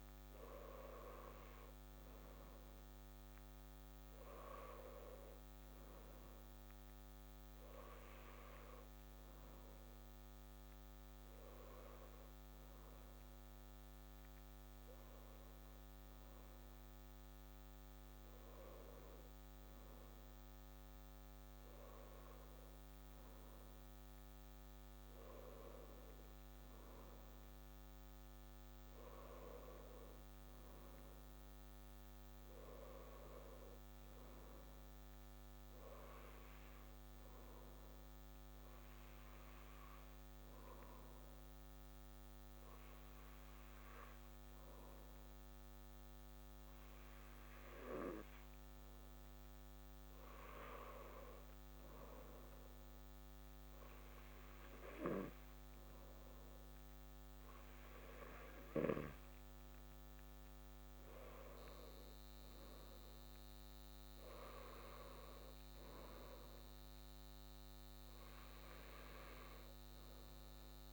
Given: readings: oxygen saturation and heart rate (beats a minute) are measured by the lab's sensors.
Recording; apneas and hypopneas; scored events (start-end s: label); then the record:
breathing in sleep by a microphone on the trachea; 1
6.50-70.93 s: new sleep stage, N2 (light sleep)
37.50-47.50 s: obstructive apnea (oxygen 96% before, 94% lowest, heart rate 116 before, 94 extreme)
50.00-54.50 s: arousal
From the record:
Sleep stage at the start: N1 (lightest sleep); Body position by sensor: on the back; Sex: male